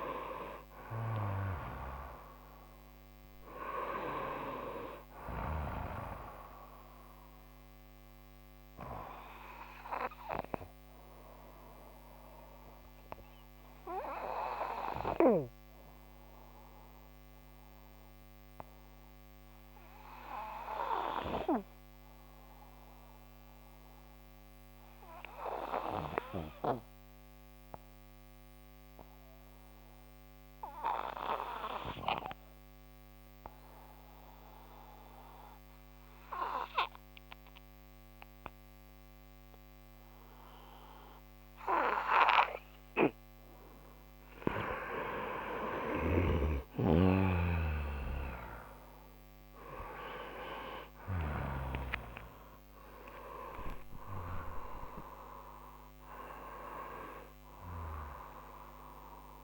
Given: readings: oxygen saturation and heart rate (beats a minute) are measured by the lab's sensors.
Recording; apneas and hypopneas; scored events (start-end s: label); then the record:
breathing in sleep by a microphone on the trachea; 1
0.00-24.50 s: oxygen desaturation (device-marked, oxygen 91% lowest)
7.00-43.50 s: obstructive apnea (oxygen 98% before, 91% lowest)
51.00-55.50 s: arousal
From the record:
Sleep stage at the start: N2 (light sleep); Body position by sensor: on the right side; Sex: male